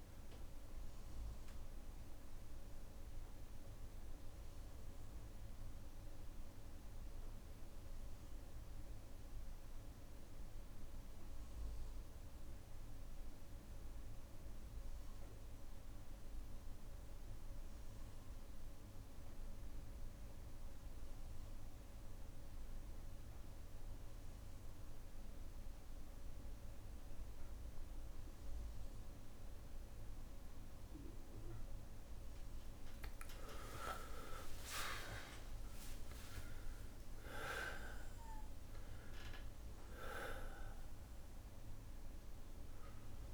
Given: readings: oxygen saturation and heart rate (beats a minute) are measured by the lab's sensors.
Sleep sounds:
breathing in sleep by a room microphone; 1
0.00-16.00 s: oxygen desaturation (device-marked, oxygen 92% lowest, heart rate 45 extreme)
0.00-19.00 s: bradycardia (device-marked, heart rate 56 extreme)
1.50-31.00 s: obstructive apnea (oxygen 99% before, 92% lowest, heart rate 55 before, 56 extreme, up 4 after)
28.00-43.34 s: oxygen desaturation (device-marked, oxygen 99% before, 92% lowest, heart rate 58 before, 57 extreme)
34.00-39.50 s: arousal
From the record:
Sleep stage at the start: N2 (light sleep); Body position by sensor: on the back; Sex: male

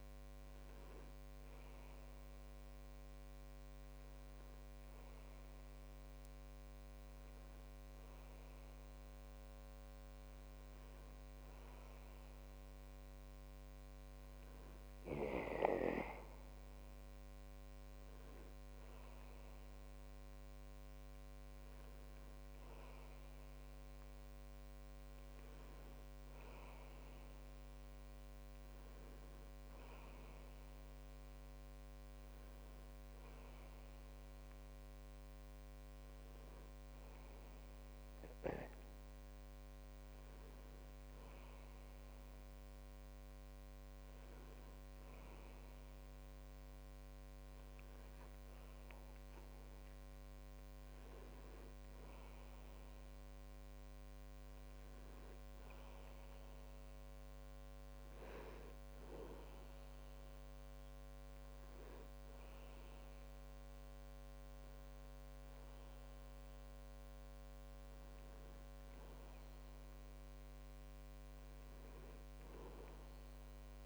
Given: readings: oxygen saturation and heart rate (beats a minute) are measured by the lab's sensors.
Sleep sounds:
breathing in sleep, hard to hear, by a microphone on the trachea; none
none scored
From the record:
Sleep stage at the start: N2 (light sleep); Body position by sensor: on the back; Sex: male

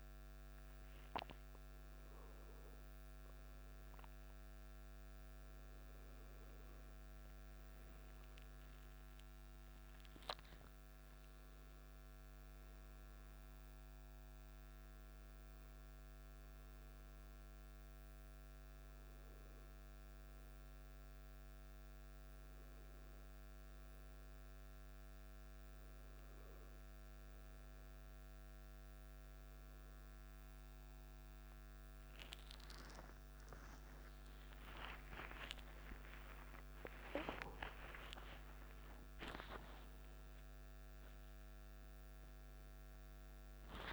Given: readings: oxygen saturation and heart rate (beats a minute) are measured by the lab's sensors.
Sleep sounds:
a person partly awake in a sleep study, by a microphone on the trachea; none
26.00-43.93 s: new sleep stage, awake
From the record:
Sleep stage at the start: N1 (lightest sleep); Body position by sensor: on the back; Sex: male

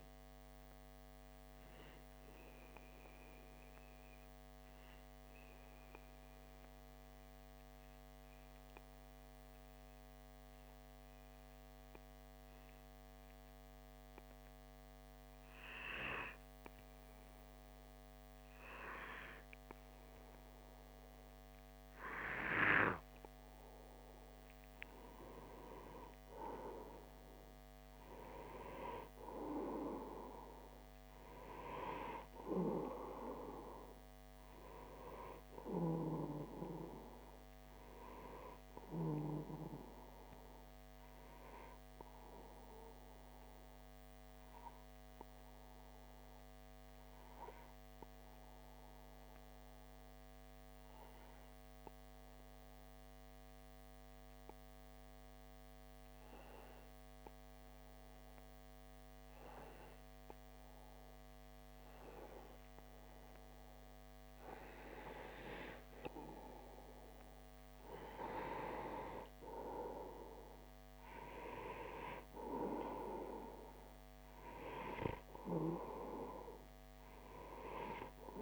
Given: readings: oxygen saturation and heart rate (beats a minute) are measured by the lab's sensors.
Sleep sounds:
breathing in sleep by a microphone on the trachea; 2
2.00-22.00 s: obstructive apnea (oxygen 94% before, 92% lowest)
24.50-28.00 s: arousal
40.50-63.00 s: obstructive apnea (oxygen 97% before, 94% lowest)
68.50-73.50 s: arousal
From the record:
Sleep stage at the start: N2 (light sleep); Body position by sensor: on the back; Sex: male

